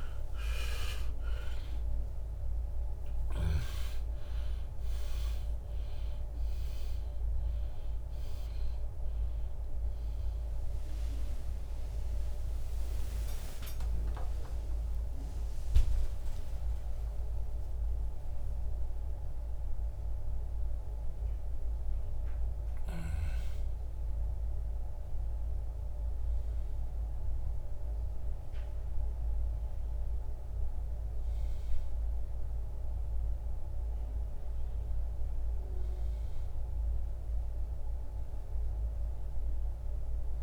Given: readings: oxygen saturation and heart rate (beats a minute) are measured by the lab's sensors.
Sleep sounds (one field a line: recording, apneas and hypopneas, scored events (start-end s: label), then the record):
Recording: a person awake in a sleep study, by a room microphone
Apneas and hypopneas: none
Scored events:
0.00-21.00 s: oxygen desaturation (device-marked, oxygen 84% lowest, heart rate 54 extreme)
7.00-37.00 s: new sleep stage, awake
23.00-39.00 s: oxygen desaturation (device-marked, oxygen 86% before, 78% lowest, heart rate 89 before, 67 extreme)
37.00-40.43 s: new sleep stage, N1 (lightest sleep)
From the record:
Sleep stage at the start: N2 (light sleep)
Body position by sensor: on the back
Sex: male